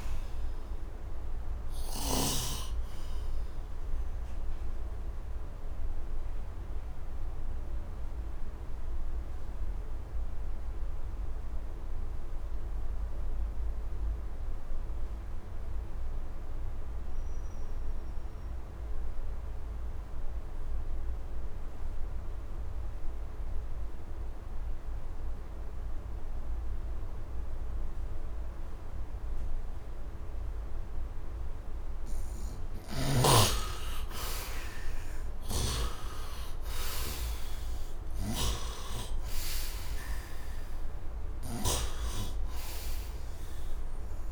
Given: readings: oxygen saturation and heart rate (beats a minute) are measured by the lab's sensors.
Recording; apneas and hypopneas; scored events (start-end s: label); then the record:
breathing in sleep by a room microphone; 1
0.00-2.00 s: snoring (device-marked)
0.00-23.50 s: oxygen desaturation (device-marked, oxygen 45% lowest, heart rate 68 extreme)
4.00-31.00 s: mixed apnea (oxygen 63% before, 45% lowest, heart rate 79 before, 73 extreme, up 9 after)
25.50-44.32 s: oxygen desaturation (device-marked, oxygen 100% before, 54% lowest, heart rate 79 before, 72 extreme)
33.00-38.00 s: arousal
37.50-41.50 s: snoring (device-marked)
From the record:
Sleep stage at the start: REM sleep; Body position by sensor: on the right side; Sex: male